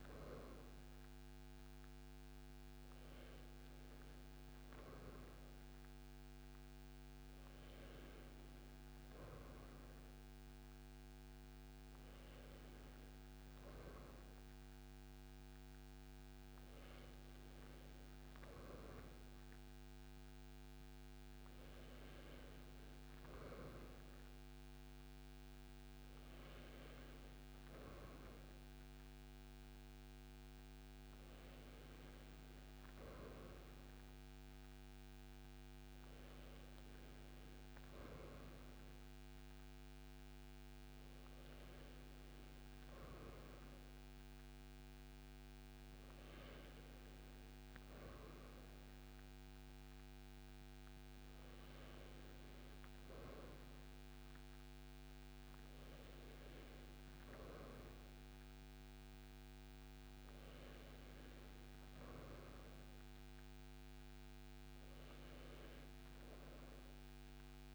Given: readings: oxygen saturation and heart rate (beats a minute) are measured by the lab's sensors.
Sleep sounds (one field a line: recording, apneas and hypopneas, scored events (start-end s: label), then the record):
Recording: breathing in sleep, hard to hear, by a microphone on the trachea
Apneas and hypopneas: none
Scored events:
none scored
From the record:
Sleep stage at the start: N2 (light sleep)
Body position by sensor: on the right side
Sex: male